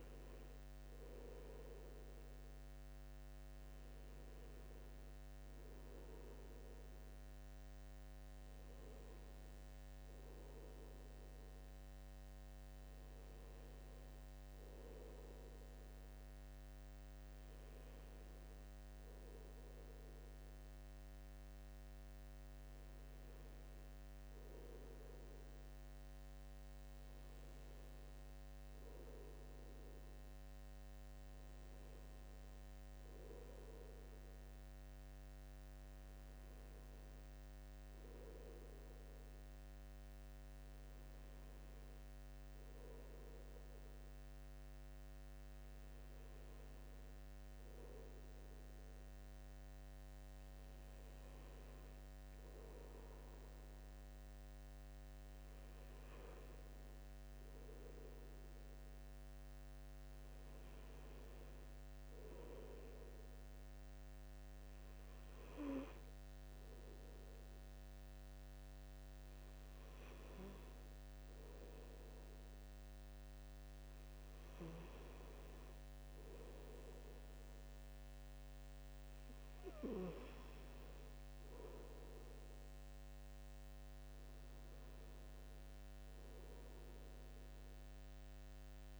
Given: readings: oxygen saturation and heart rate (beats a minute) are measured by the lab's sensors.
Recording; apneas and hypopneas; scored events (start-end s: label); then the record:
breathing in sleep by a microphone on the trachea; none
0.00-8.50 s: oxygen desaturation (device-marked, oxygen 94% lowest, heart rate 74 extreme)
36.50-89.00 s: new sleep stage, N2 (light sleep)
From the record:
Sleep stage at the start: N1 (lightest sleep); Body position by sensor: on the front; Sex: male